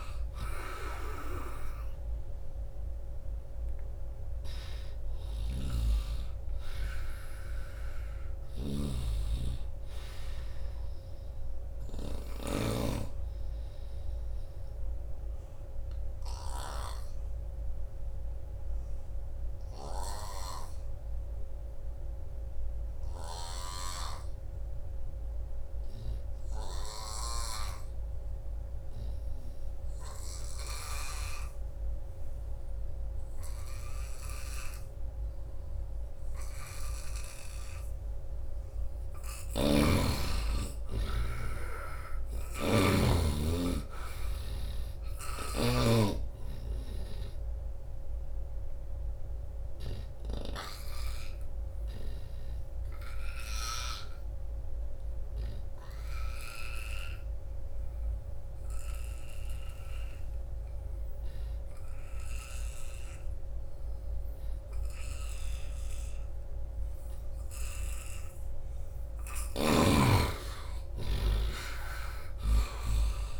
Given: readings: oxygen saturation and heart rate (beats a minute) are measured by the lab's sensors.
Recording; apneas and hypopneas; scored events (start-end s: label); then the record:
breathing in sleep by a room microphone; 2
0.00-12.50 s: snoring (device-marked)
0.00-20.00 s: oxygen desaturation (device-marked, oxygen 74% lowest, heart rate 62 extreme)
12.50-38.00 s: obstructive apnea (oxygen 91% before, 74% lowest, heart rate 86 before, 78 extreme, up 4 after)
34.00-58.00 s: oxygen desaturation (device-marked, oxygen 98% before, 79% lowest, heart rate 84 before, 77 extreme)
39.00-45.50 s: snoring (device-marked)
40.00-43.50 s: arousal
48.00-67.50 s: obstructive apnea (oxygen 99% before, 79% lowest, heart rate 82 before, 77 extreme, up 7 after)
60.00-73.40 s: oxygen desaturation (device-marked, oxygen 96% before, 79% lowest, heart rate 86 before, 75 extreme)
69.00-73.40 s: snoring (device-marked)
69.50-73.40 s: arousal
From the record:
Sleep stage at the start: N2 (light sleep); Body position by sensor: on the right side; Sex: male